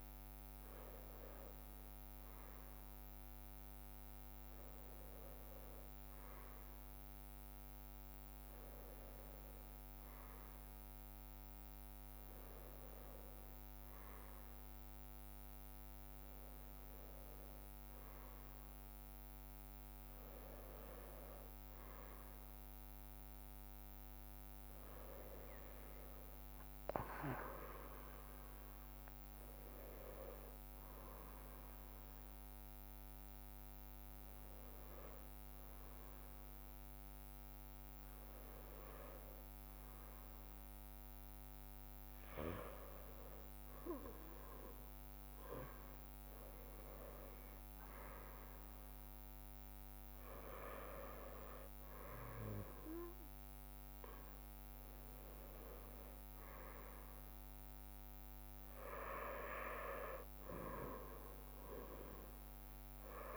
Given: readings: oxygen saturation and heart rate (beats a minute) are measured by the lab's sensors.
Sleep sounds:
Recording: a person awake in a sleep study, by a microphone on the trachea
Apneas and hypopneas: none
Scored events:
0.00-1.00 s: drop in pulse transit time (device-marked)
0.00-63.37 s: bradycardia (device-marked)
3.00-4.00 s: drop in pulse transit time (device-marked)
3.50-5.50 s: long interval between heartbeats (device-marked)
8.00-10.00 s: long interval between heartbeats (device-marked)
10.00-13.00 s: drop in pulse transit time (device-marked)
10.50-12.50 s: long interval between heartbeats (device-marked)
15.50-17.50 s: long interval between heartbeats (device-marked, heart rate 33 before, 47 extreme)
20.50-22.50 s: long interval between heartbeats (device-marked, heart rate 42 before, 56 extreme)
21.00-63.37 s: new sleep stage, awake
25.50-27.50 s: long interval between heartbeats (device-marked, heart rate 47 before, 57 extreme)
31.00-42.00 s: drop in pulse transit time (device-marked)
33.50-35.50 s: long interval between heartbeats (device-marked)
42.50-44.50 s: long interval between heartbeats (device-marked, heart rate 39 before, 43 extreme)
50.50-52.50 s: long interval between heartbeats (device-marked, heart rate 34 before, 46 extreme)
55.00-63.37 s: drop in pulse transit time (device-marked, heart rate 39 before, 34 extreme)
58.00-60.00 s: long interval between heartbeats (device-marked, heart rate 40 before, 39 extreme)
From the record:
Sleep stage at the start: N1 (lightest sleep)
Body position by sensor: on the right side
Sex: male

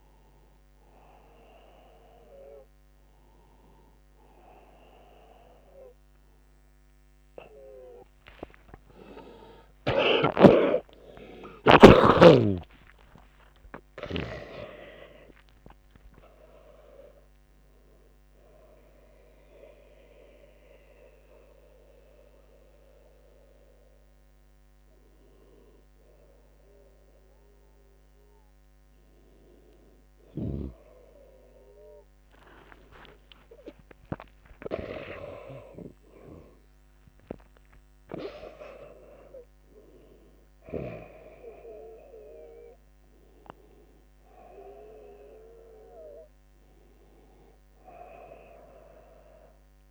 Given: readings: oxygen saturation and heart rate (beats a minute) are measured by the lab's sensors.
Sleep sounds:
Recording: a person awake in a sleep study, by a microphone on the trachea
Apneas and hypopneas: none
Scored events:
45.00-49.91 s: new sleep stage, N1 (lightest sleep)
From the record:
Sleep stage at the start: awake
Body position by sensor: on the back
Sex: male

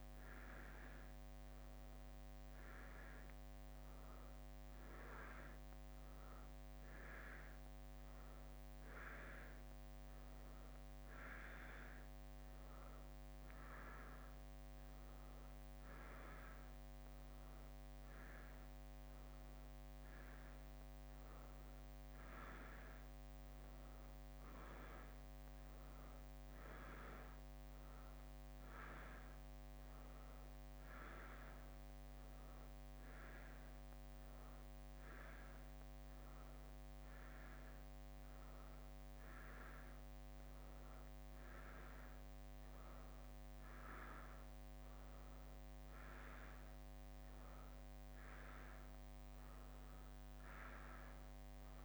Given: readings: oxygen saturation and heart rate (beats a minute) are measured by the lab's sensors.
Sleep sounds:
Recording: a person awake in a sleep study, by a microphone on the trachea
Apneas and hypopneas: none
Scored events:
9.00-12.00 s: leg movement (device-marked)
From the record:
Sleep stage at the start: awake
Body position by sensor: on the right side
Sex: female

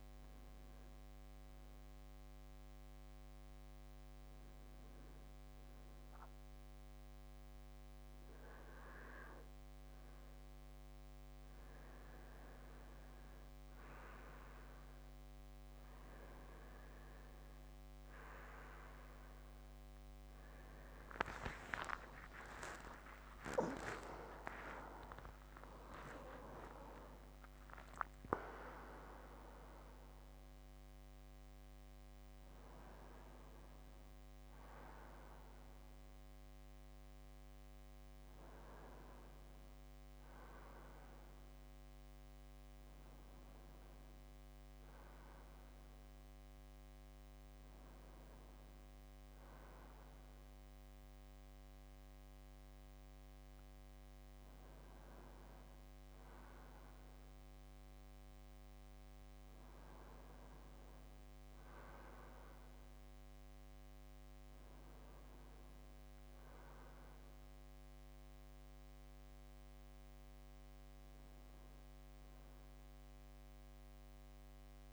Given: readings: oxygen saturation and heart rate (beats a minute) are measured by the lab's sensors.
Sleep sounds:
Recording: a person awake in a sleep study, by a microphone on the trachea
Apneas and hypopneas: none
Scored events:
0.00-1.50 s: oxygen desaturation (device-marked, oxygen 90% lowest)
13.50-26.50 s: oxygen desaturation (device-marked, oxygen 95% before, 91% lowest)
33.50-74.93 s: new sleep stage, awake
From the record:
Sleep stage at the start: N2 (light sleep)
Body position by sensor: on the front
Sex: male

